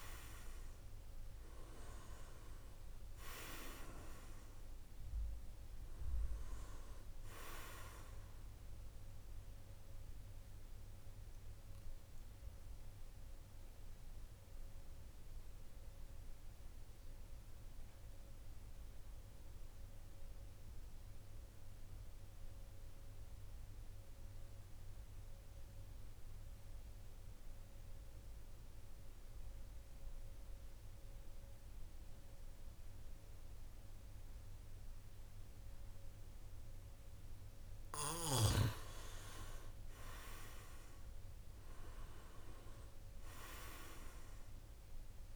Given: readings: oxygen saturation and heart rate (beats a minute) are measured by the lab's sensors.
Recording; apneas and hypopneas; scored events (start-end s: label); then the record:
breathing in sleep by a room microphone; 1
0.00-21.50 s: oxygen desaturation (device-marked, oxygen 89% lowest, heart rate 47 extreme)
9.50-36.00 s: obstructive apnea (oxygen 98% before, 88% lowest, heart rate 55 before, 43 extreme, up 7 after)
34.50-45.36 s: oxygen desaturation (device-marked, oxygen 99% before, 89% lowest, heart rate 50 before, 43 extreme)
38.50-42.50 s: arousal
From the record:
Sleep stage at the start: N2 (light sleep); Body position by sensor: on the back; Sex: male